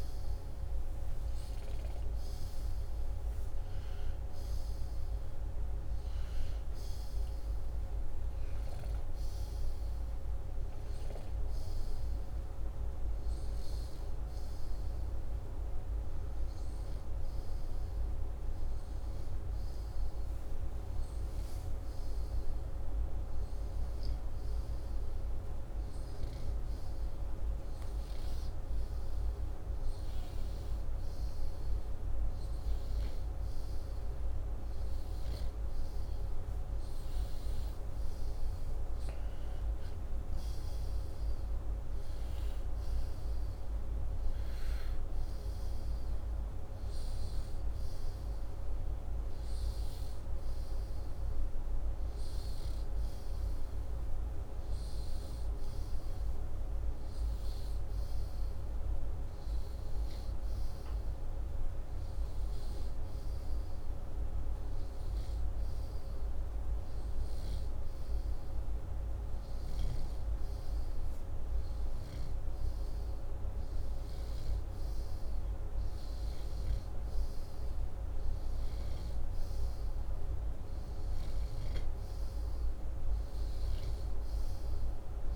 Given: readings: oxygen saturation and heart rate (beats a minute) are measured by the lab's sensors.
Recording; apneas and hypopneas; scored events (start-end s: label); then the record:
breathing in sleep, hard to hear, by a room microphone; none
77.00-82.00 s: snoring (device-marked)
From the record:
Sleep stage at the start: N2 (light sleep); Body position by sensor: upright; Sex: male